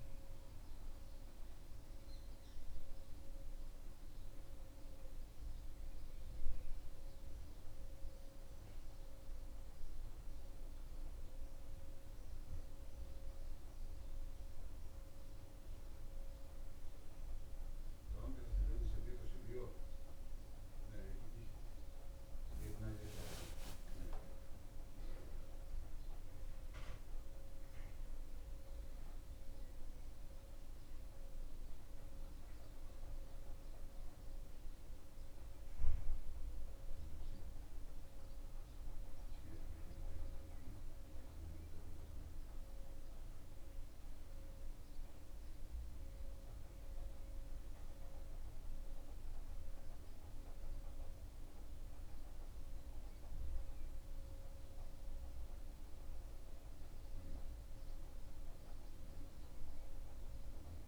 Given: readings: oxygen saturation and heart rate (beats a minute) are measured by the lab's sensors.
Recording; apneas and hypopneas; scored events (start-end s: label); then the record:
a person awake in a sleep study, hard to hear, by a room microphone; none
none scored
From the record:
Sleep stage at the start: awake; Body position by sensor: on the back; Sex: male